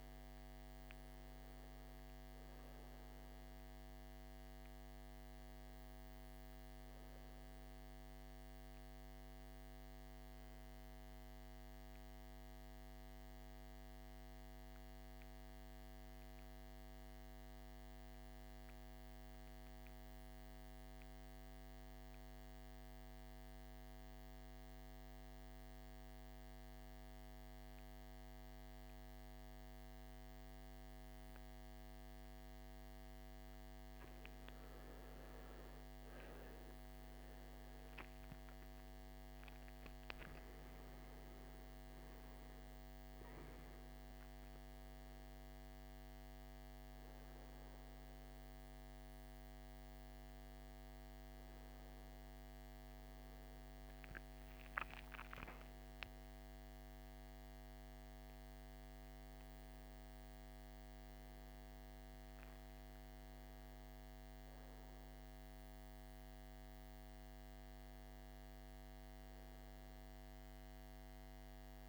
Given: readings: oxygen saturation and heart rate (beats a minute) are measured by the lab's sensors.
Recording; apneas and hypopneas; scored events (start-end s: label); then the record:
a person partly awake in a sleep study, hard to hear, by a microphone on the trachea; 1
0.00-16.50 s: oxygen desaturation (device-marked, oxygen 91% lowest, heart rate 52 extreme)
7.00-10.50 s: arousal
13.50-33.00 s: mixed apnea (oxygen 96% before, 87% lowest, heart rate 63 before, 52 extreme, up 17 after)
35.00-38.50 s: arousal
37.50-61.50 s: oxygen desaturation (device-marked, oxygen 97% before, 87% lowest, heart rate 55 before, 56 extreme)
39.50-71.89 s: new sleep stage, awake
From the record:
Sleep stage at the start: N2 (light sleep); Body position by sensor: on the back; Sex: male